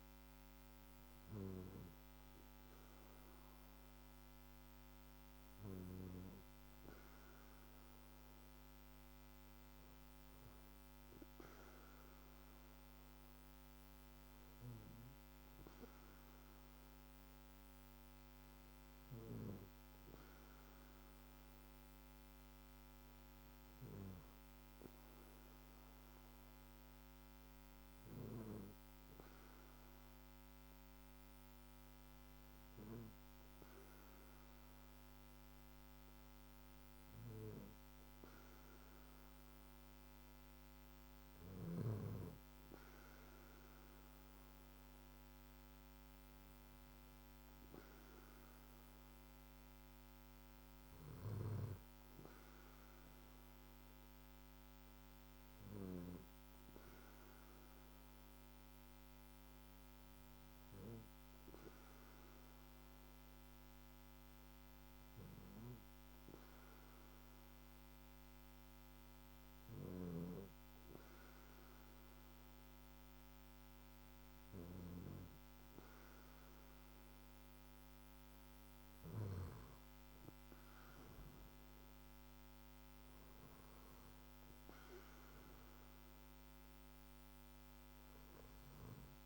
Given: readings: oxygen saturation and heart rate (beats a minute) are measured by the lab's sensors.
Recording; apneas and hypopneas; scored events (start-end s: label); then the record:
breathing in sleep by a microphone on the trachea; none
50.50-55.50 s: snoring (device-marked)
From the record:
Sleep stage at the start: N2 (light sleep); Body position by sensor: on the back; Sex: male